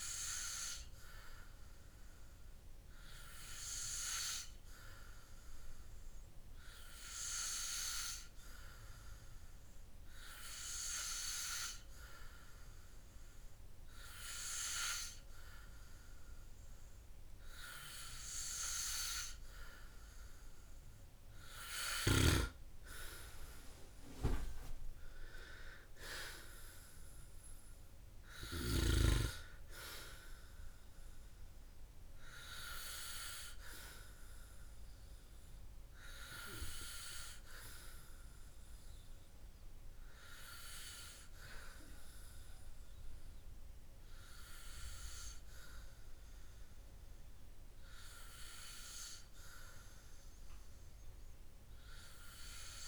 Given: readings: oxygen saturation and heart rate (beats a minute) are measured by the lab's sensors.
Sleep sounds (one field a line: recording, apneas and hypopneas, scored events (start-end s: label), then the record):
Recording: breathing in sleep by a room microphone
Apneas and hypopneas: none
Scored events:
none scored
From the record:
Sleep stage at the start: N3 (deep sleep)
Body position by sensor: on the back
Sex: male